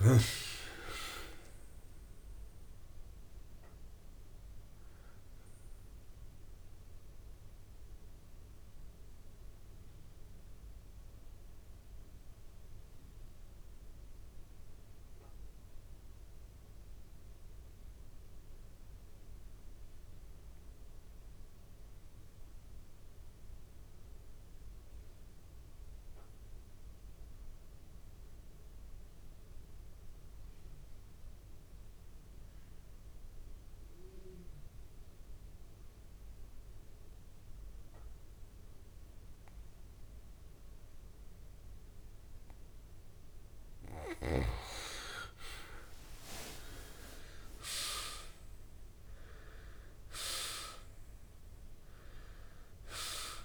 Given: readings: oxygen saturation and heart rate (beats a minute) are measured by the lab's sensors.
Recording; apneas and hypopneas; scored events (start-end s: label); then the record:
breathing in sleep by a room microphone; 1
0.00-29.00 s: oxygen desaturation (device-marked, oxygen 86% lowest, heart rate 64 extreme)
8.00-44.50 s: obstructive apnea (oxygen 98% before, 82% lowest, heart rate 99 before, 64 extreme, up 13 after)
38.00-53.44 s: oxygen desaturation (device-marked, oxygen 99% before, 82% lowest, heart rate 65 before, 65 extreme)
46.00-50.00 s: arousal
From the record:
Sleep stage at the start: N2 (light sleep); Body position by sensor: on the back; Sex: male